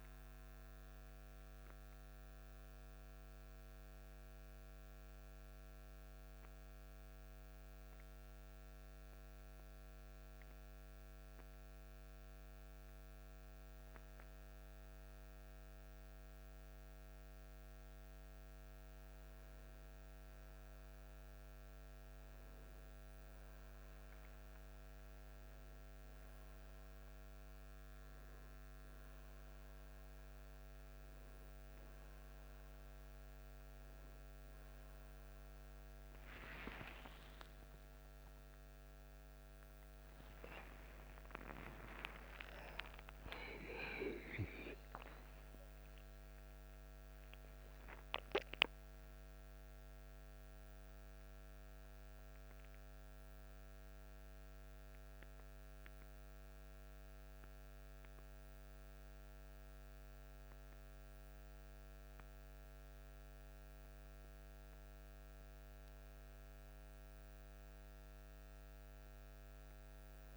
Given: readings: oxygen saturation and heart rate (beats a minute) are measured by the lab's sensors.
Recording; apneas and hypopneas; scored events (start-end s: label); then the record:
breathing in sleep by a microphone on the trachea; 2
3.50-14.00 s: mixed apnea (oxygen 95% before, 92% lowest, heart rate 68 before, 39 extreme, up 4 after)
7.50-70.37 s: new sleep stage, N2 (light sleep)
16.00-20.00 s: arousal
29.50-48.50 s: oxygen desaturation (device-marked, oxygen 96% before, 92% lowest, heart rate 49 before, 42 extreme)
47.00-66.00 s: obstructive apnea (oxygen 96% before, 92% lowest, heart rate 58 before, 42 extreme, up 6 after)
67.50-70.37 s: arousal
From the record:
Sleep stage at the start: N1 (lightest sleep); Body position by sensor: on the back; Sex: male